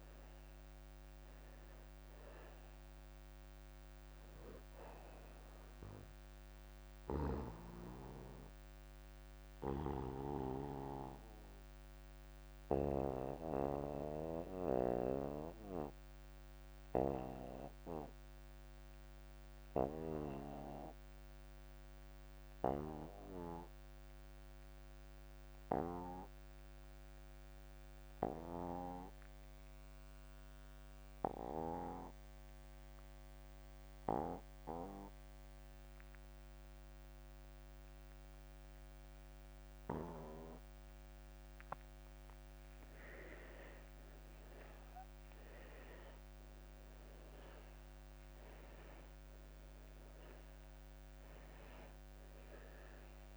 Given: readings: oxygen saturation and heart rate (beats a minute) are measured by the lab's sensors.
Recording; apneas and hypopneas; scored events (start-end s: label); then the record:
breathing in sleep by a microphone on the trachea; 1
0.00-1.00 s: arousal
0.50-25.50 s: oxygen desaturation (device-marked, oxygen 99% before, 91% lowest)
8.50-40.00 s: obstructive apnea (oxygen 99% before, 81% lowest)
32.50-53.37 s: oxygen desaturation (device-marked, oxygen 98% before, 81% lowest)
44.00-48.00 s: arousal
From the record:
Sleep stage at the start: N2 (light sleep); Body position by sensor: on the back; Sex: male